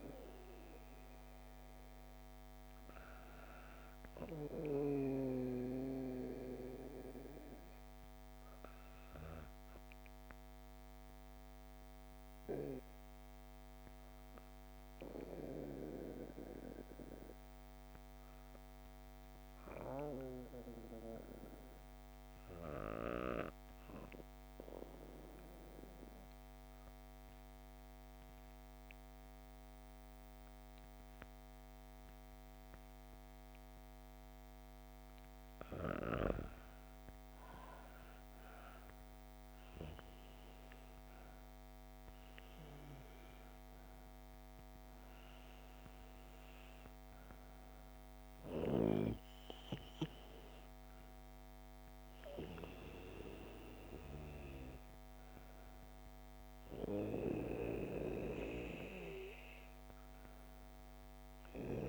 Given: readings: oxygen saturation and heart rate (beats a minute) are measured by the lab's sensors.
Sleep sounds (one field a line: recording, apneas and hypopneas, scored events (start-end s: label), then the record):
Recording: breathing in sleep by a microphone on the trachea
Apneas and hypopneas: 1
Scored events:
8.50-34.50 s: obstructive apnea (oxygen 97% before, 93% lowest, heart rate 65 before, 60 extreme, up 8 after)
34.50-61.50 s: oxygen desaturation (device-marked, oxygen 97% before, 93% lowest, heart rate 62 before, 60 extreme)
36.50-41.00 s: arousal
From the record:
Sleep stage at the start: N2 (light sleep)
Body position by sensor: on the back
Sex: female